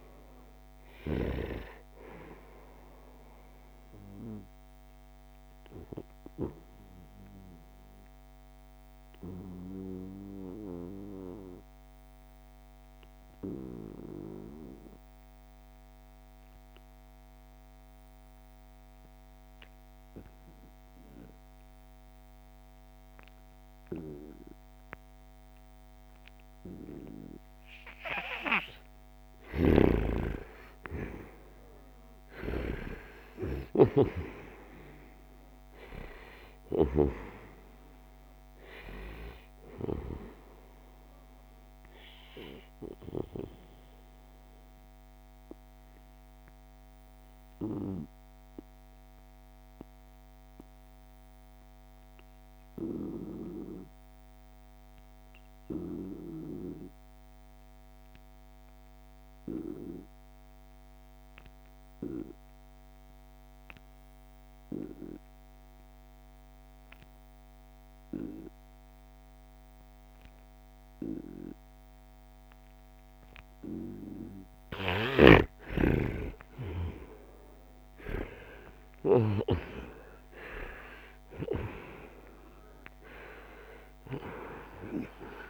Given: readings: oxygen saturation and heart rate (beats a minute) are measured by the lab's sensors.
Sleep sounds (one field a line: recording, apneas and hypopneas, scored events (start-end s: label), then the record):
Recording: breathing in sleep by a microphone on the trachea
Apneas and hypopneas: 2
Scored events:
0.00-1.00 s: snoring (device-marked)
0.00-15.00 s: oxygen desaturation (device-marked, oxygen 88% lowest, heart rate 68 extreme)
3.00-28.50 s: obstructive apnea (oxygen 94% before, 88% lowest, heart rate 74 before, 68 extreme, up 6 after)
28.50-36.50 s: snoring (device-marked)
30.00-35.00 s: arousal
30.00-56.00 s: oxygen desaturation (device-marked, oxygen 96% before, 88% lowest, heart rate 70 before, 65 extreme)
44.00-73.50 s: mixed apnea (oxygen 96% before, 87% lowest, heart rate 73 before, 65 extreme, up 9 after)
71.00-85.49 s: oxygen desaturation (device-marked, oxygen 95% before, 87% lowest, heart rate 69 before, 67 extreme)
74.00-78.50 s: snoring (device-marked)
75.50-79.50 s: arousal
From the record:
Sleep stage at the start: N2 (light sleep)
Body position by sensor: on the right side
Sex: male